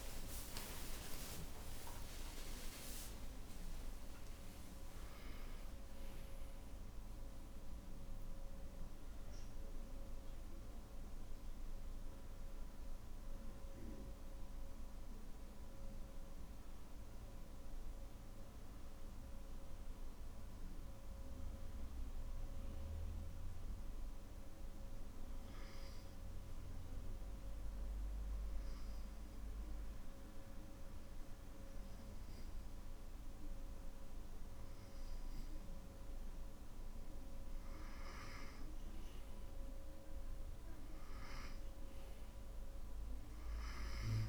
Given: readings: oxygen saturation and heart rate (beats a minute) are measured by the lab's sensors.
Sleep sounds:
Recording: breathing in sleep by a room microphone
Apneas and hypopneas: 1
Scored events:
0.00-2.50 s: arousal
0.50-2.50 s: long interval between heartbeats (device-marked, heart rate 67 before, 85 extreme)
1.50-20.50 s: oxygen desaturation (device-marked, oxygen 95% before, 92% lowest, heart rate 68 before, 59 extreme)
24.50-36.00 s: hypopnea (oxygen 96% before, 95% lowest, heart rate 79 before, 59 extreme, up 8 after)
39.00-43.00 s: arousal
From the record:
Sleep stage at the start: N2 (light sleep)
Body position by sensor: on the back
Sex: male

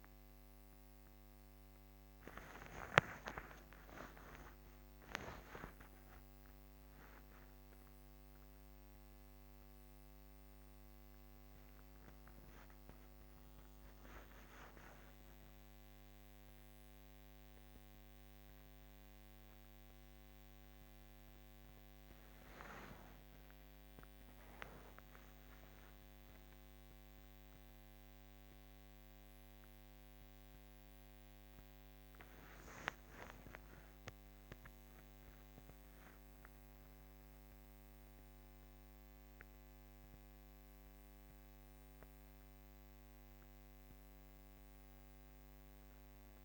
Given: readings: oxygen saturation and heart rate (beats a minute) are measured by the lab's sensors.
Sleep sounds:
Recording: a person awake in a sleep study, by a microphone on the trachea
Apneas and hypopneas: none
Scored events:
36.50-46.45 s: new sleep stage, N1 (lightest sleep)
From the record:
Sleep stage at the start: awake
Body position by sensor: on the back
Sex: female

